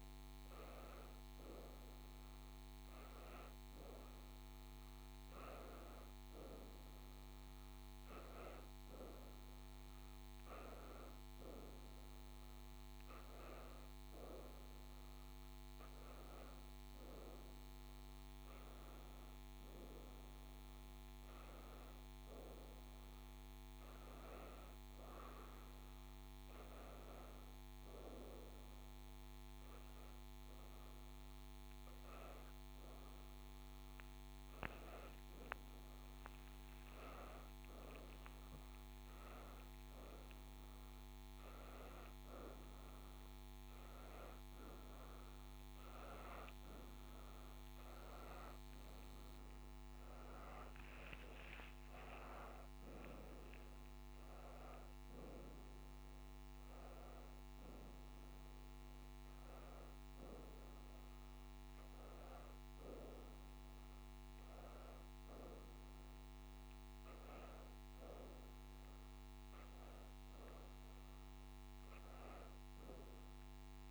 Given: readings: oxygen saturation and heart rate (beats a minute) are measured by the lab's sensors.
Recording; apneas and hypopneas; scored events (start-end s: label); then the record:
breathing in sleep by a microphone on the trachea; none
45.00-50.00 s: arousal
From the record:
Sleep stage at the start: N1 (lightest sleep); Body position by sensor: on the back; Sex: female